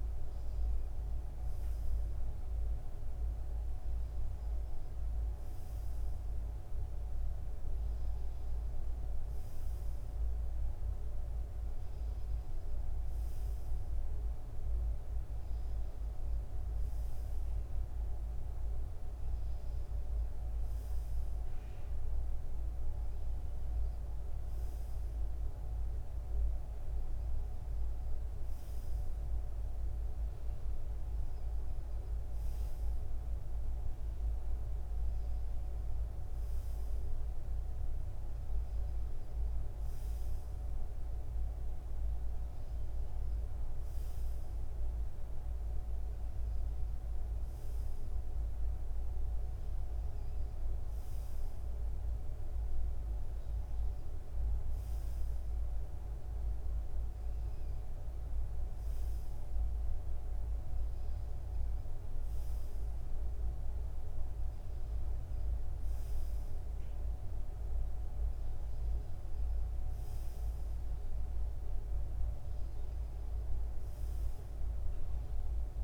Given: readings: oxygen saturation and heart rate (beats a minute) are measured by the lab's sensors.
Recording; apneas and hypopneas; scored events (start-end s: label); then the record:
breathing in sleep, hard to hear, by a room microphone; none
none scored
From the record:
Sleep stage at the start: N2 (light sleep); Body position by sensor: on the front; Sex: male